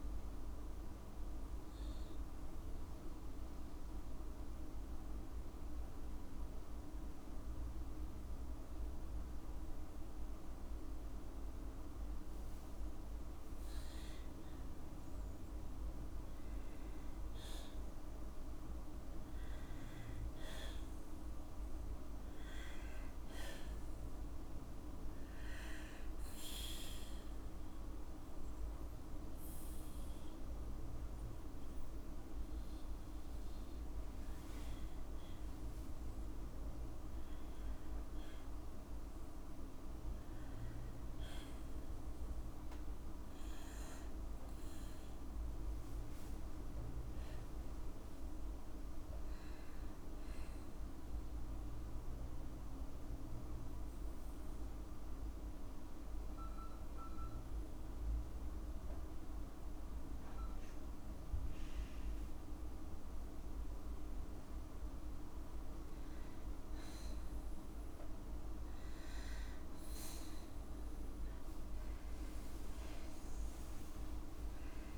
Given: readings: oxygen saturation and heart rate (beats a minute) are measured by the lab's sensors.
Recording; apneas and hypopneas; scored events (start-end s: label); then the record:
breathing in sleep, hard to hear, by a room microphone; 2
1.00-15.00 s: obstructive apnea (oxygen 99% before, 96% lowest, heart rate 66 before, 54 extreme, up 5 after)
17.50-20.50 s: arousal
49.00-70.00 s: obstructive apnea (oxygen 98% before, 95% lowest, heart rate 58 before, 55 extreme, up 6 after)
From the record:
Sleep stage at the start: N2 (light sleep); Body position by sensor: on the back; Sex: female